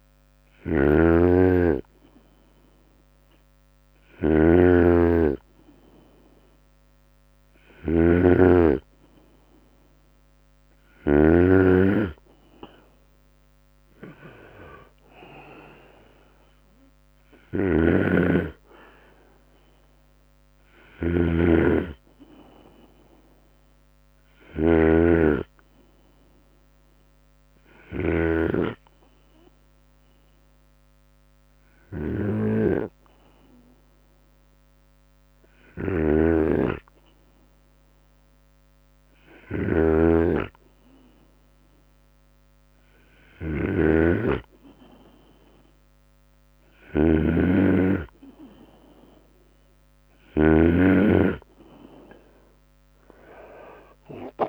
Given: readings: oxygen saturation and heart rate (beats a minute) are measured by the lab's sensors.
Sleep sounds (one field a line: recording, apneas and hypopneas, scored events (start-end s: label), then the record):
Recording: breathing in sleep by a microphone on the trachea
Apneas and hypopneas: 1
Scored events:
0.00-8.00 s: drop in pulse transit time (device-marked, heart rate 70 extreme)
0.00-10.50 s: snoring (device-marked)
12.00-25.00 s: drop in pulse transit time (device-marked, heart rate 75 before, 75 extreme)
16.50-27.50 s: snoring (device-marked)
20.00-23.50 s: arousal
27.00-40.00 s: hypopnea (oxygen 95% before, 94% lowest, heart rate 79 before, 58 extreme, up 17 after)
34.50-49.50 s: snoring (device-marked)
38.00-42.00 s: drop in pulse transit time (device-marked, heart rate 77 before, 85 extreme)
43.00-46.00 s: bradycardia (device-marked, heart rate 74 before, 68 extreme)
45.00-48.50 s: arousal
52.00-54.49 s: drop in pulse transit time (device-marked, heart rate 73 before, 70 extreme)
From the record:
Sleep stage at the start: N2 (light sleep)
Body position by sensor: on the right side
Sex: male